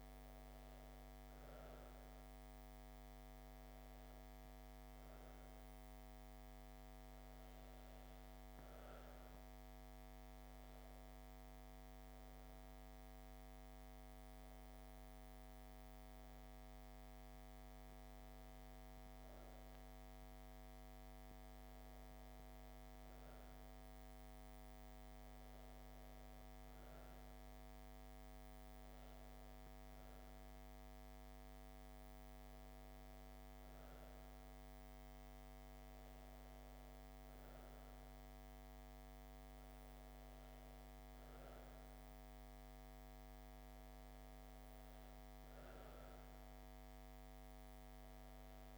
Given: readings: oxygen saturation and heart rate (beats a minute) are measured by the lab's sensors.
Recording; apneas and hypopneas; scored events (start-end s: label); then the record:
breathing in sleep, hard to hear, by a microphone on the trachea; none
none scored
From the record:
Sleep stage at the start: N2 (light sleep); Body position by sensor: on the back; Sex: female